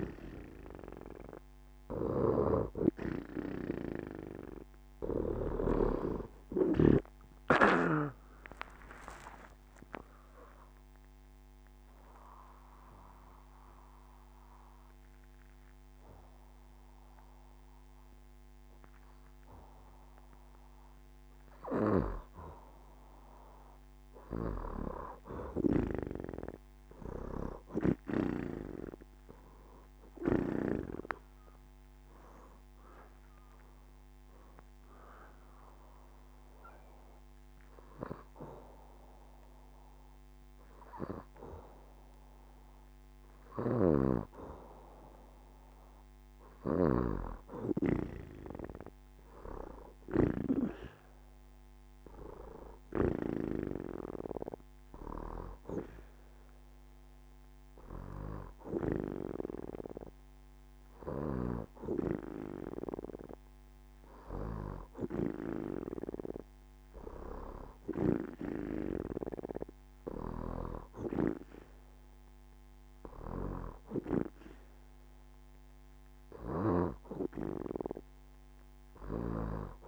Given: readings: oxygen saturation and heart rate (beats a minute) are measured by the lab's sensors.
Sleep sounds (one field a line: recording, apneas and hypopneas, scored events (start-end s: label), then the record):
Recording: breathing in sleep by a microphone on the trachea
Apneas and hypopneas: 2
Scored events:
4.50-8.00 s: arousal
9.00-21.50 s: obstructive apnea (oxygen 92% before, 89% lowest, heart rate 74 before, 66 extreme, up 9 after)
23.50-26.50 s: arousal
34.00-44.50 s: hypopnea (oxygen 94% before, 89% lowest, heart rate 72 before, 70 extreme, up 5 after)
39.50-46.50 s: oxygen desaturation (device-marked, oxygen 95% before, 89% lowest, heart rate 74 before, 70 extreme)
48.50-52.00 s: arousal
57.50-67.50 s: oxygen desaturation (device-marked, oxygen 94% before, 89% lowest, heart rate 73 before, 72 extreme)
From the record:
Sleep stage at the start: N2 (light sleep)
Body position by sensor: on the back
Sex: female